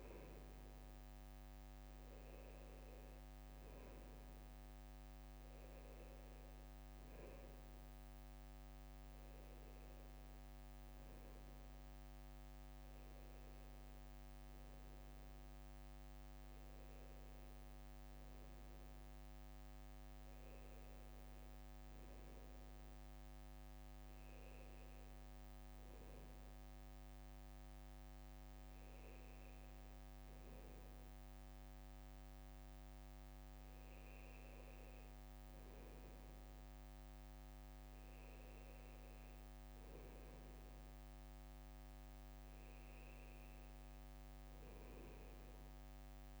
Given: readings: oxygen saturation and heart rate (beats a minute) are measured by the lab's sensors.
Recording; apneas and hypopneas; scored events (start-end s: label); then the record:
breathing in sleep, hard to hear, by a microphone on the trachea; none
none scored
From the record:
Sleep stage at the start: N2 (light sleep); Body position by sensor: on the right side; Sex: male